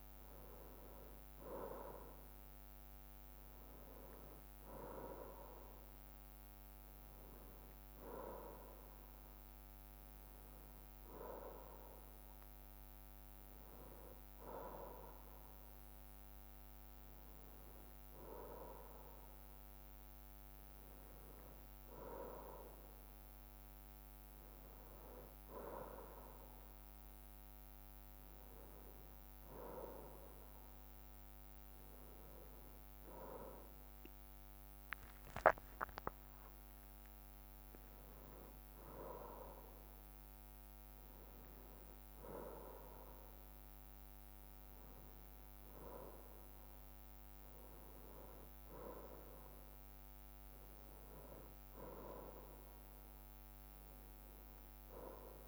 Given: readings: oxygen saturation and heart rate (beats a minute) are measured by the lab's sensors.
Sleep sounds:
breathing in sleep by a microphone on the trachea; none
none scored
From the record:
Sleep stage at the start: N1 (lightest sleep); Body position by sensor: on the right side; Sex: male

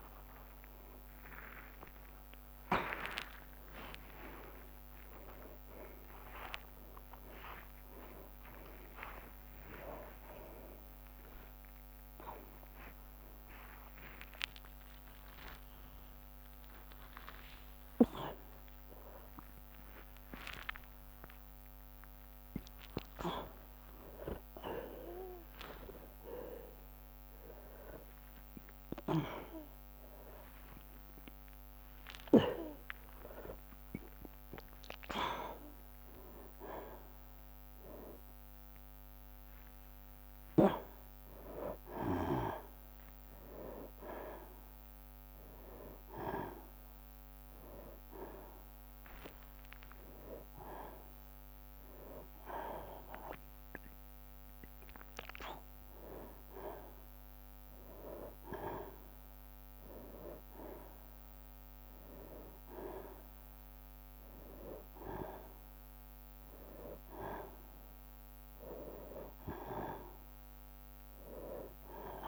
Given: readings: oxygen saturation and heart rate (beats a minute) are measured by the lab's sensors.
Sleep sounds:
a person awake in a sleep study, by a microphone on the trachea; none
1.50-3.50 s: long interval between heartbeats (device-marked, heart rate 124 before, 90 extreme)
6.50-12.50 s: tachycardia (device-marked, heart rate 87 before, 122 extreme)
8.50-10.50 s: long interval between heartbeats (device-marked, heart rate 117 before, 90 extreme)
8.50-18.50 s: drop in pulse transit time (device-marked, heart rate 117 before, 90 extreme)
10.50-12.50 s: long interval between heartbeats (device-marked, heart rate 114 before, 120 extreme)
12.50-14.50 s: long interval between heartbeats (device-marked, heart rate 111 before, 130 extreme)
14.50-26.50 s: tachycardia (device-marked, heart rate 88 before, 158 extreme)
18.00-20.00 s: long interval between heartbeats (device-marked, heart rate 103 before, 122 extreme)
20.50-22.50 s: long interval between heartbeats (device-marked, heart rate 105 before, 142 extreme)
28.50-37.50 s: drop in pulse transit time (device-marked, heart rate 130 before, 83 extreme)
30.50-42.50 s: tachycardia (device-marked, heart rate 89 before, 135 extreme)
39.50-41.50 s: long interval between heartbeats (device-marked, heart rate 124 before, 129 extreme)
68.50-70.50 s: long interval between heartbeats (device-marked, heart rate 76 before, 67 extreme)
From the record:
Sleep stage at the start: awake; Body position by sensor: on the back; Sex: male

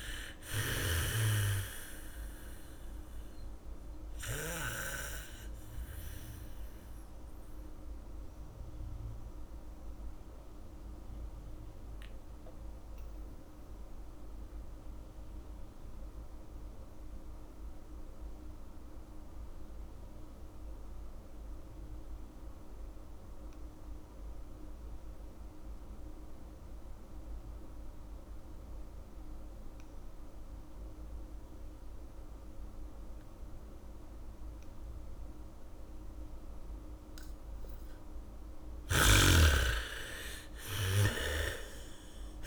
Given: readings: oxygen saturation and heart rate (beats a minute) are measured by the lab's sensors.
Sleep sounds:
breathing in sleep by a room microphone; 1
0.00-5.00 s: snoring (device-marked)
0.00-26.50 s: oxygen desaturation (device-marked, oxygen 77% lowest, heart rate 38 extreme)
6.00-38.00 s: mixed apnea (oxygen 99% before, 77% lowest, heart rate 61 before, 38 extreme, up 1 after)
30.50-42.47 s: bradycardia (device-marked, heart rate 72 before, 39 extreme)
35.50-42.47 s: oxygen desaturation (device-marked, oxygen 99% before, 77% lowest, heart rate 71 before, 38 extreme)
39.50-42.47 s: snoring (device-marked)
40.00-42.47 s: arousal
From the record:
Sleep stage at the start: N2 (light sleep); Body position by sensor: on the back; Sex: female

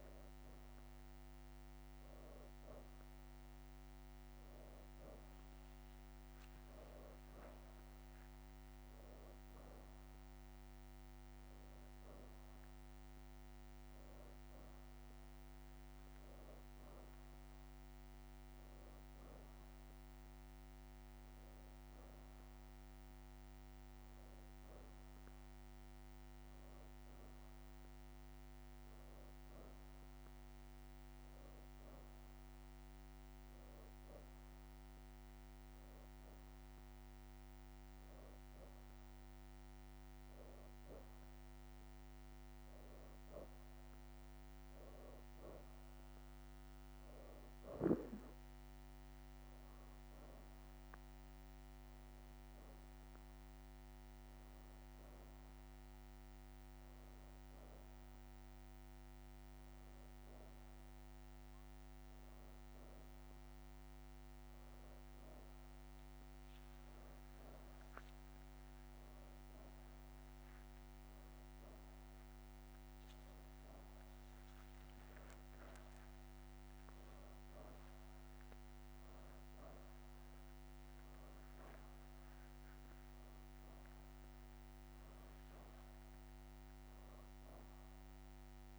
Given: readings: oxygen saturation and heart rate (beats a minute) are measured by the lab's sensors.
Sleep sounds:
breathing in sleep, hard to hear, by a microphone on the trachea; none
1.50-3.50 s: leg movement (device-marked)
5.50-9.50 s: leg movement (device-marked)
14.00-17.00 s: leg movement (device-marked)
44.50-48.00 s: leg movement (device-marked)
82.50-86.00 s: leg movement (device-marked)
From the record:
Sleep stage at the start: N2 (light sleep); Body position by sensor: on the back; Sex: female

